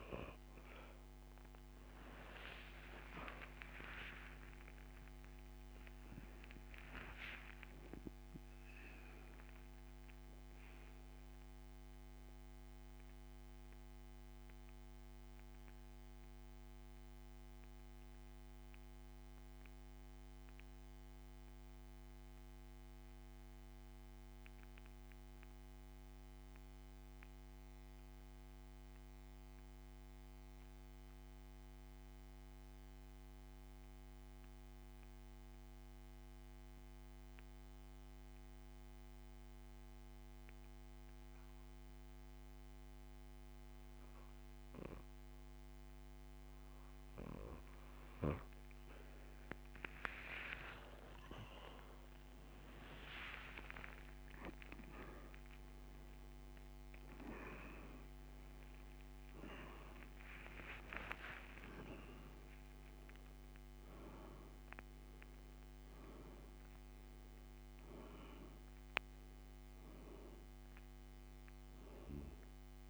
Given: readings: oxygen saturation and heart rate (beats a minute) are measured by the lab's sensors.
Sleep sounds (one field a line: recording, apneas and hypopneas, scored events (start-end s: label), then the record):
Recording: breathing in sleep by a microphone on the trachea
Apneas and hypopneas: 1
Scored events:
0.00-47.50 s: oxygen desaturation (device-marked, oxygen 86% lowest)
3.00-7.00 s: arousal
9.50-46.00 s: mixed apnea (oxygen 97% before, 86% lowest, heart rate 79 before, 42 extreme, up 14 after)
51.50-57.50 s: arousal
61.50-68.50 s: oxygen desaturation (device-marked, oxygen 96% before, 90% lowest)
From the record:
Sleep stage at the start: N2 (light sleep)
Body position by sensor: on the back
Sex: male